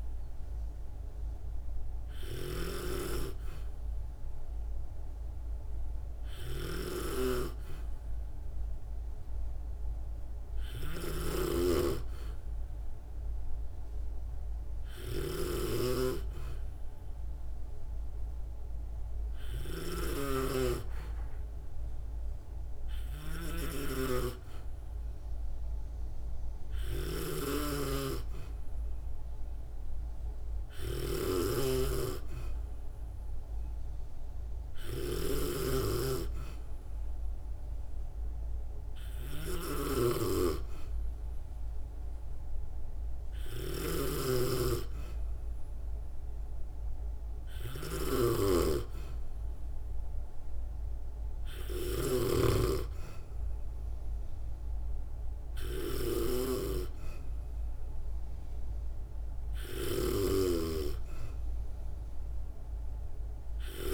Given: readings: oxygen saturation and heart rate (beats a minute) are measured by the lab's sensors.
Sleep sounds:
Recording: breathing in sleep by a room microphone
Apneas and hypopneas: none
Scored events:
0.00-63.93 s: snoring (device-marked)
From the record:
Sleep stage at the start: N2 (light sleep)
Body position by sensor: on the back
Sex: female

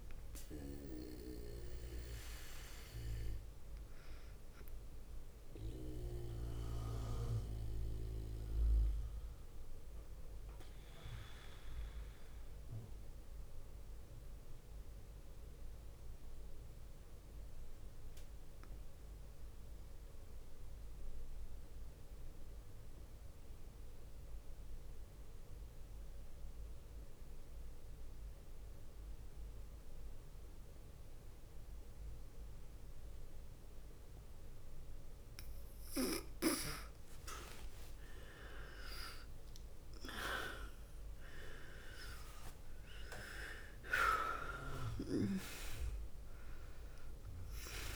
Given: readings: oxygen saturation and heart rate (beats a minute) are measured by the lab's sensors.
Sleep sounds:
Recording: breathing in sleep by a room microphone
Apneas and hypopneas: 1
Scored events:
0.00-20.00 s: oxygen desaturation (device-marked, oxygen 88% lowest, heart rate 46 extreme)
5.50-34.00 s: obstructive apnea (oxygen 100% before, 88% lowest, heart rate 57 before, 46 extreme, up 6 after)
36.00-47.96 s: oxygen desaturation (device-marked, oxygen 99% before, 90% lowest, heart rate 52 before, 47 extreme)
36.50-41.00 s: arousal
From the record:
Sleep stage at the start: N2 (light sleep)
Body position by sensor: on the back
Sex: female

